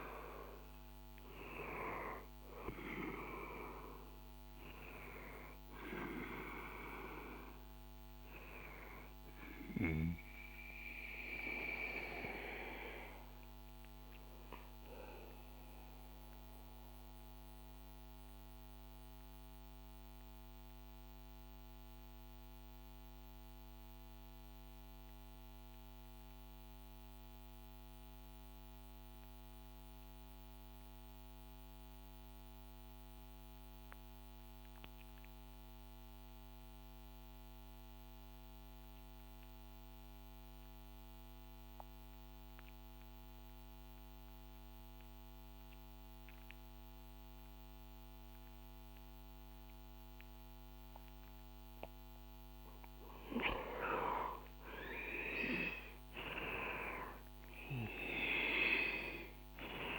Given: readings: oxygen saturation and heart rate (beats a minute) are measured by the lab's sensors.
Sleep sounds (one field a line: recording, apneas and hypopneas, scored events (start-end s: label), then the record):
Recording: breathing in sleep by a microphone on the trachea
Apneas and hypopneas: 1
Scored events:
0.00-24.50 s: oxygen desaturation (device-marked, oxygen 89% lowest, heart rate 61 extreme)
11.00-51.50 s: mixed apnea (oxygen 98% before, 88% lowest, heart rate 69 before, 61 extreme, up 15 after)
52.50-59.99 s: oxygen desaturation (device-marked, oxygen 96% before, 88% lowest, heart rate 62 before, 57 extreme)
53.00-57.50 s: arousal
From the record:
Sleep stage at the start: REM sleep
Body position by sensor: on the back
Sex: male